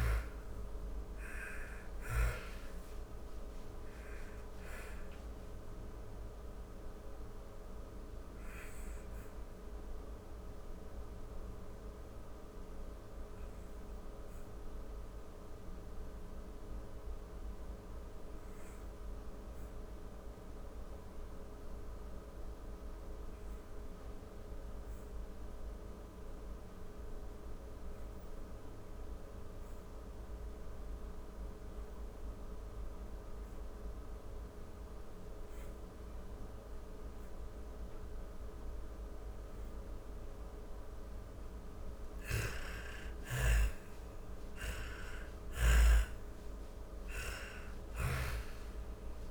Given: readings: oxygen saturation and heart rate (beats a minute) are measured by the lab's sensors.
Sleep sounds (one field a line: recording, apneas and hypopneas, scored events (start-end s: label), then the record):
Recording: breathing in sleep by a room microphone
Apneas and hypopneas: 1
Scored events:
0.00-18.00 s: oxygen desaturation (device-marked, oxygen 73% lowest, heart rate 48 extreme)
1.00-38.00 s: obstructive apnea (oxygen 96% before, 73% lowest, heart rate 80 before, 47 extreme)
33.00-49.31 s: oxygen desaturation (device-marked, oxygen 99% before, 84% lowest, heart rate 53 before, 37 extreme)
40.50-46.50 s: arousal
From the record:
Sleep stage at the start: N2 (light sleep)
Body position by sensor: on the back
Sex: female